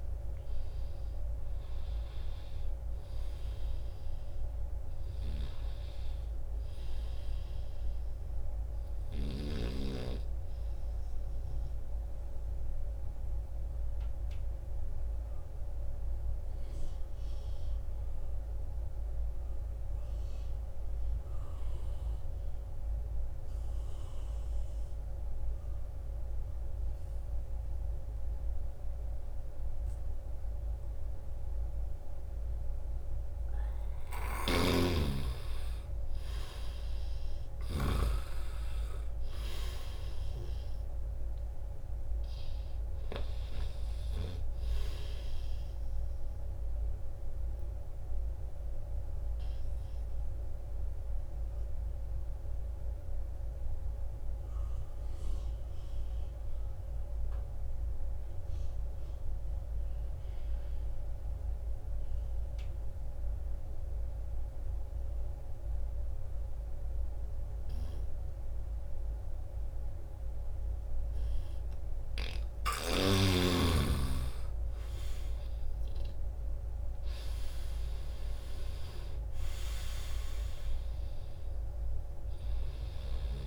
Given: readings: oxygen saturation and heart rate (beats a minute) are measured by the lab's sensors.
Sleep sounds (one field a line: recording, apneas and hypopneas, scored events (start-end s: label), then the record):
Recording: breathing in sleep by a room microphone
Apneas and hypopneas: 2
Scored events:
0.00-12.50 s: oxygen desaturation (device-marked, oxygen 85% lowest, heart rate 73 extreme)
12.50-32.50 s: obstructive apnea (oxygen 95% before, 87% lowest, heart rate 82 before, 75 extreme, up 2 after)
30.50-59.50 s: oxygen desaturation (device-marked, oxygen 98% before, 88% lowest, heart rate 78 before, 70 extreme)
34.00-38.00 s: snoring (device-marked)
34.50-38.00 s: arousal
49.50-70.50 s: obstructive apnea (oxygen 98% before, 87% lowest, heart rate 78 before, 70 extreme, up 4 after)
73.50-83.47 s: oxygen desaturation (device-marked, oxygen 97% before, 87% lowest, heart rate 77 before, 78 extreme)
74.00-79.00 s: arousal
From the record:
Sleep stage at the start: N2 (light sleep)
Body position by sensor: on the back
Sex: male